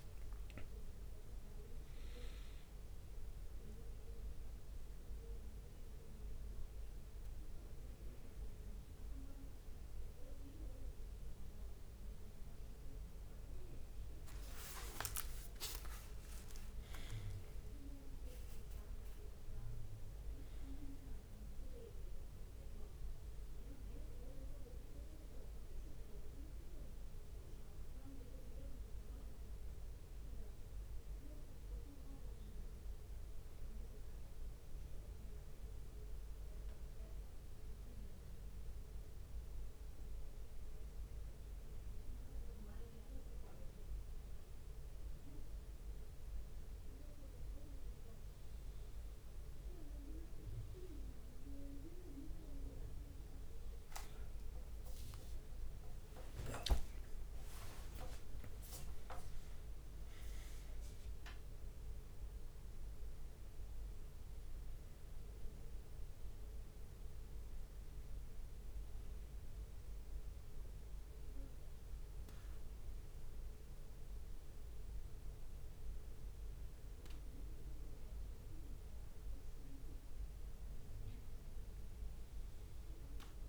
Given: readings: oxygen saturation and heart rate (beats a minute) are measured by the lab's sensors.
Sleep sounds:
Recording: a person awake in a sleep study, by a room microphone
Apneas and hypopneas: none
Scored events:
0.00-1.50 s: leg movement (device-marked)
0.00-5.50 s: drop in pulse transit time (device-marked, heart rate 77 extreme)
1.50-10.00 s: leg movement (device-marked)
15.00-17.00 s: long interval between heartbeats (device-marked, heart rate 87 before, 78 extreme)
15.00-18.50 s: leg movement (device-marked)
54.50-63.50 s: leg movement (device-marked)
57.00-59.00 s: long interval between heartbeats (device-marked, heart rate 64 before, 74 extreme)
61.50-83.48 s: new sleep stage, N1 (lightest sleep)
65.00-72.50 s: leg movement (device-marked)
76.00-83.00 s: leg movement (device-marked)
From the record:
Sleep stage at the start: awake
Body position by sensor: on the back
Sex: male

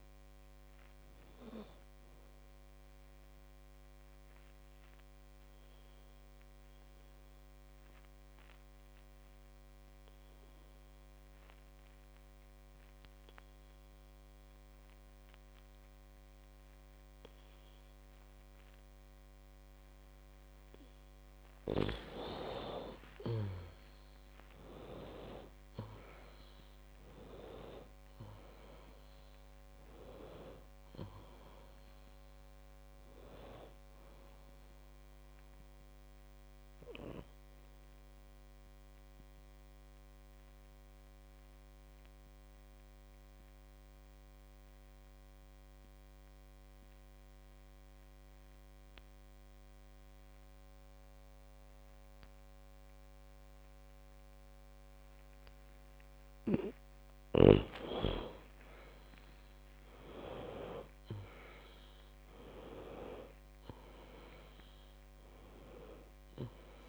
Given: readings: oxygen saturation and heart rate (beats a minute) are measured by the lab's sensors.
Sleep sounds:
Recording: breathing in sleep by a microphone on the trachea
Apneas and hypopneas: 2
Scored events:
0.00-15.50 s: oxygen desaturation (device-marked, oxygen 91% lowest, heart rate 49 extreme)
4.00-22.00 s: obstructive apnea (oxygen 97% before, 91% lowest, heart rate 65 before, 49 extreme, up 56 after)
23.00-27.50 s: arousal
29.50-45.50 s: oxygen desaturation (device-marked, oxygen 98% before, 91% lowest, heart rate 64 before, 49 extreme)
37.00-56.50 s: obstructive apnea (oxygen 98% before, 91% lowest, heart rate 78 before, 49 extreme, up 24 after)
59.50-64.00 s: arousal
From the record:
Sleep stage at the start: N2 (light sleep)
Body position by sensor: on the back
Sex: female

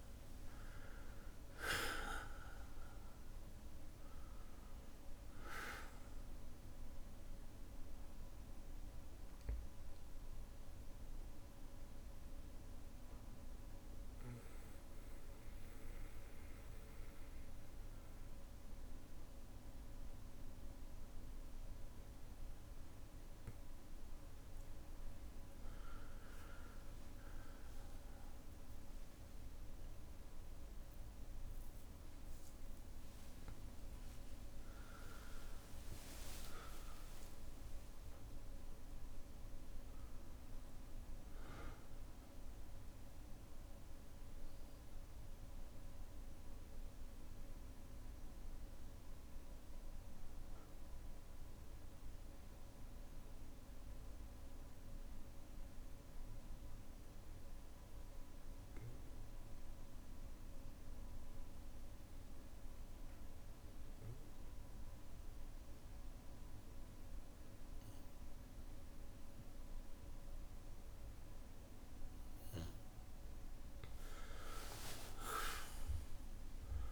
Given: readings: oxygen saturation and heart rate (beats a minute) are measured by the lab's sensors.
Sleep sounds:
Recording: breathing in sleep by a room microphone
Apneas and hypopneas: 2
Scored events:
0.00-29.50 s: oxygen desaturation (device-marked, oxygen 86% lowest, heart rate 56 extreme)
8.00-24.00 s: mixed apnea (oxygen 98% before, 86% lowest, heart rate 63 before, 56 extreme, up 7 after)
12.50-23.50 s: bradycardia (device-marked, heart rate 59 before, 56 extreme)
27.00-33.50 s: arousal
35.00-37.00 s: long interval between heartbeats (device-marked, heart rate 59 before, 72 extreme)
44.00-71.00 s: obstructive apnea (oxygen 99% before, 92% lowest, heart rate 65 before, 57 extreme, up 14 after)
44.50-64.50 s: bradycardia (device-marked, heart rate 59 before, 57 extreme)
59.50-76.92 s: new sleep stage, N2 (light sleep)
65.50-70.50 s: bradycardia (device-marked, heart rate 59 before, 59 extreme)
69.50-76.92 s: oxygen desaturation (device-marked, oxygen 99% before, 92% lowest, heart rate 58 before, 55 extreme)
73.50-76.92 s: arousal
74.00-76.00 s: long interval between heartbeats (device-marked, heart rate 58 before, 69 extreme)
From the record:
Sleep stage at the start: N1 (lightest sleep)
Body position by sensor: on the back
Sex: male

